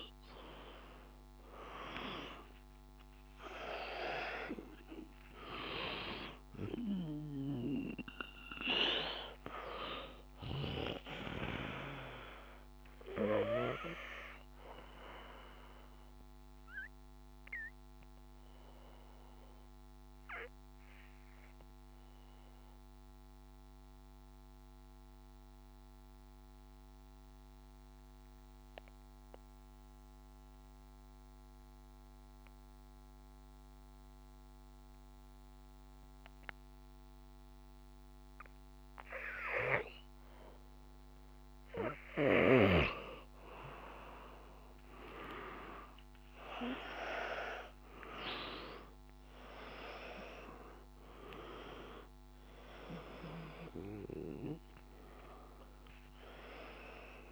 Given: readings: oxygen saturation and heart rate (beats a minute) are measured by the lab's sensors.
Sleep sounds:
breathing in sleep by a microphone on the trachea; 1
0.00-28.00 s: oxygen desaturation (device-marked, oxygen 90% lowest, heart rate 50 extreme)
15.00-41.00 s: obstructive apnea (oxygen 97% before, 88% lowest, heart rate 54 before, 50 extreme, up 6 after)
42.00-57.32 s: oxygen desaturation (device-marked, oxygen 97% before, 88% lowest, heart rate 53 before, 52 extreme)
43.00-46.50 s: arousal
From the record:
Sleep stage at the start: N2 (light sleep); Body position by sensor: on the back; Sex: male

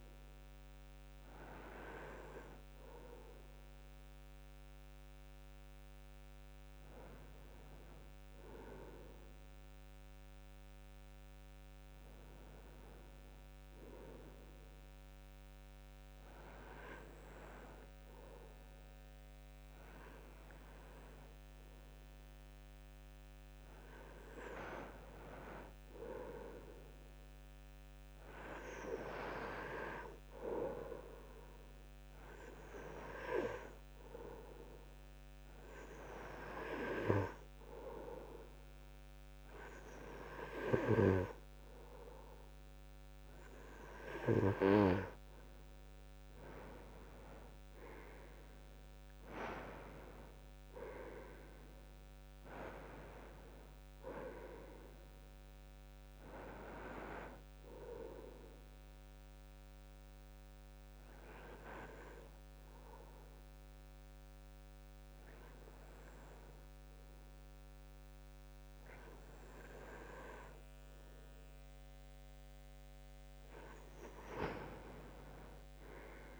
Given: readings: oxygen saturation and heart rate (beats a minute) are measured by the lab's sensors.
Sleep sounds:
breathing in sleep by a microphone on the trachea; 2
13.00-24.00 s: oxygen desaturation (device-marked, oxygen 96% before, 93% lowest, heart rate 73 before, 69 extreme)
30.50-44.00 s: hypopnea (oxygen 96% before, 93% lowest, heart rate 72 before, 72 extreme, up 29 after)
47.00-51.00 s: arousal
59.00-72.00 s: hypopnea (oxygen 96% before, 93% lowest, heart rate 84 before, 68 extreme, up 7 after)
75.00-76.40 s: arousal
From the record:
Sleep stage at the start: N2 (light sleep); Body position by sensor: on the back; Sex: male

